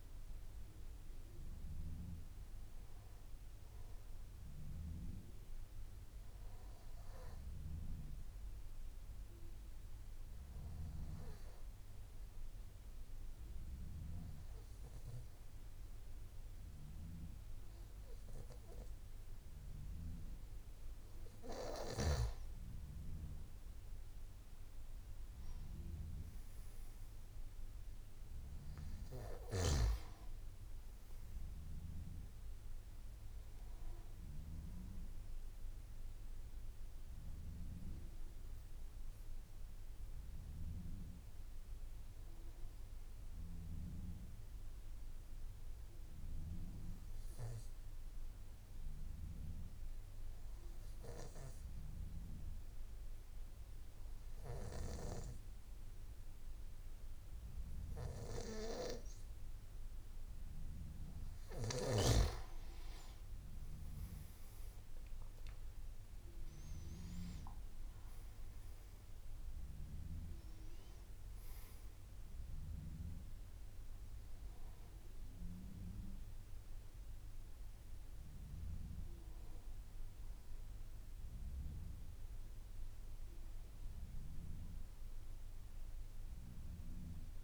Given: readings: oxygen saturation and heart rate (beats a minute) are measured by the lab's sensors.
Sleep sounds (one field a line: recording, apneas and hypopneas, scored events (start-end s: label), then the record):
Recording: breathing in sleep by a room microphone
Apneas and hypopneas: 2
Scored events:
11.50-22.00 s: obstructive apnea (oxygen 95% before, 93% lowest, heart rate 55 before, 52 extreme, up 5 after)
45.00-60.00 s: obstructive apnea (oxygen 95% before, 92% lowest, heart rate 57 before, 53 extreme, up 10 after)
63.00-87.44 s: oxygen desaturation (device-marked, oxygen 97% before, 92% lowest, heart rate 55 before, 53 extreme)
From the record:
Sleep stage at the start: N1 (lightest sleep)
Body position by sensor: on the back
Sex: male